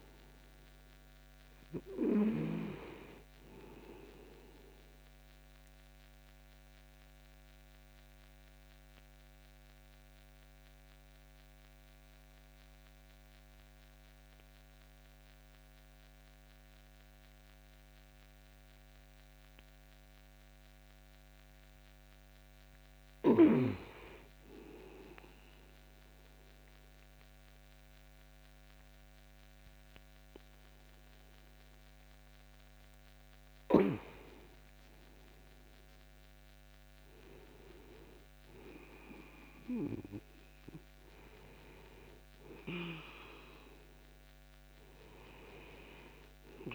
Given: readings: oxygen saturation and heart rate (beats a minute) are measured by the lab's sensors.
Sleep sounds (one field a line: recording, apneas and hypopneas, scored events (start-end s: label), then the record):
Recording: breathing in sleep by a microphone on the trachea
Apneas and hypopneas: 1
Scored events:
4.00-22.50 s: obstructive apnea (oxygen 100% before, 95% lowest)
24.00-27.50 s: arousal
From the record:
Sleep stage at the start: N2 (light sleep)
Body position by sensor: on the back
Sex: male